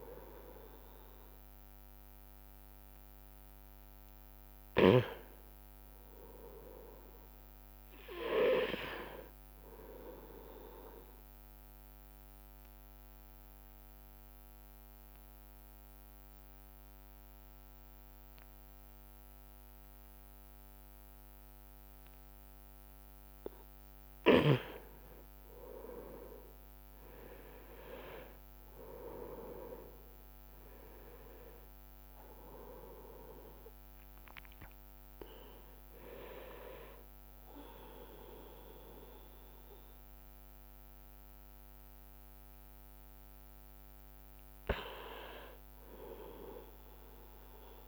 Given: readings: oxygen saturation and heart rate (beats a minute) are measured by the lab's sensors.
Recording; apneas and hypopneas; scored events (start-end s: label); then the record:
breathing in sleep by a microphone on the trachea; 1
0.00-3.50 s: arousal
1.50-25.50 s: oxygen desaturation (device-marked, oxygen 96% before, 93% lowest, heart rate 62 before, 60 extreme)
12.00-24.00 s: obstructive apnea (oxygen 96% before, 90% lowest, heart rate 63 before, 60 extreme, up 8 after)
27.50-32.00 s: arousal
28.50-40.50 s: drop in pulse transit time (device-marked, heart rate 65 before, 67 extreme)
31.50-47.87 s: oxygen desaturation (device-marked, oxygen 95% before, 90% lowest, heart rate 66 before, 53 extreme)
From the record:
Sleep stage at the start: N2 (light sleep); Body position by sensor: on the right side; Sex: male